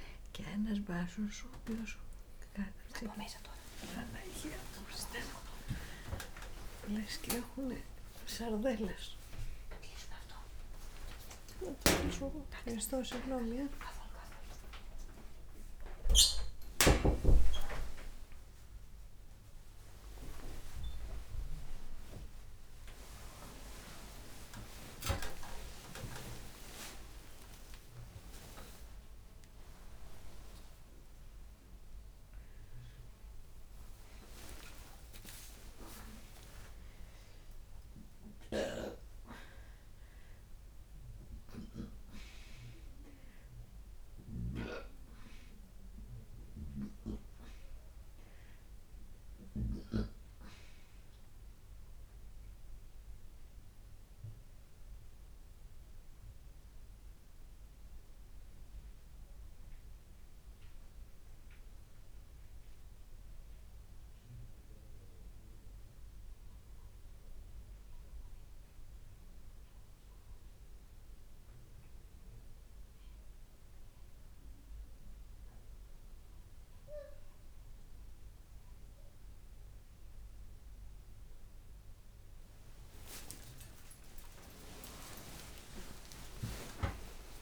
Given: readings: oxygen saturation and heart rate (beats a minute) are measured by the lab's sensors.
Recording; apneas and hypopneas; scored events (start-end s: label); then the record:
a person awake in a sleep study, by a room microphone; none
none scored
From the record:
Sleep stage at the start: awake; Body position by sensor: upright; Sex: female